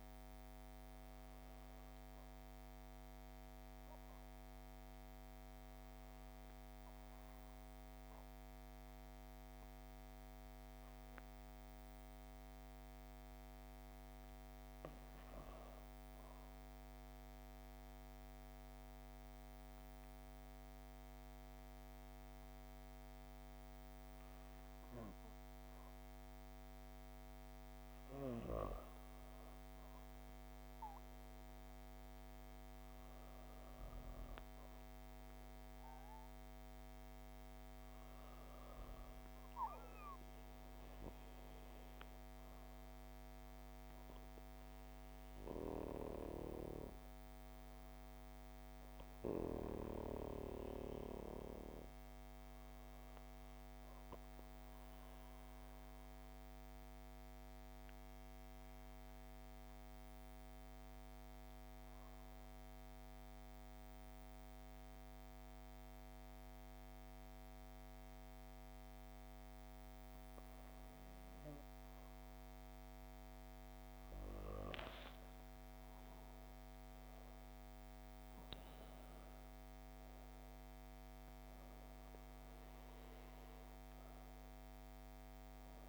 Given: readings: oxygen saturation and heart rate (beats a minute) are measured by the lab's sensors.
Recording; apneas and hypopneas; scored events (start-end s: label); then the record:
breathing in sleep by a microphone on the trachea; 2
16.00-27.50 s: obstructive apnea (oxygen 98% before, 95% lowest, heart rate 59 before, 58 extreme, up 4 after)
29.50-33.00 s: arousal
55.00-68.50 s: obstructive apnea (oxygen 97% before, 95% lowest, heart rate 62 before, 52 extreme, up 10 after)
74.00-79.50 s: arousal
From the record:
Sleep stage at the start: REM sleep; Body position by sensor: on the back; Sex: female